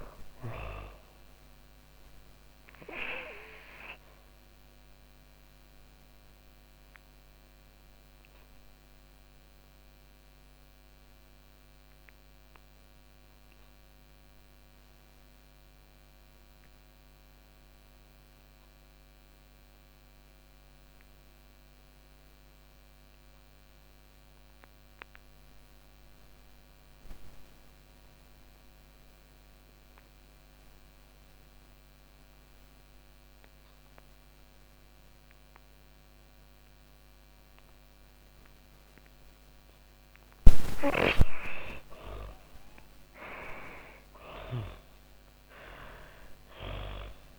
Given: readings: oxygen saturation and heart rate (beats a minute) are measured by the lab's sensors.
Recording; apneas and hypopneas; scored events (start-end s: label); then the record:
breathing in sleep by a microphone on the trachea; 1
0.00-20.00 s: oxygen desaturation (device-marked, oxygen 78% lowest, heart rate 60 extreme)
1.50-38.50 s: obstructive apnea (oxygen 99% before, 76% lowest, heart rate 113 before, 96 extreme)
31.00-47.39 s: oxygen desaturation (device-marked, oxygen 98% before, 76% lowest, heart rate 128 before, 95 extreme)
40.50-44.50 s: arousal
From the record:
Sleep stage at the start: N2 (light sleep); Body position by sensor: on the back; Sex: female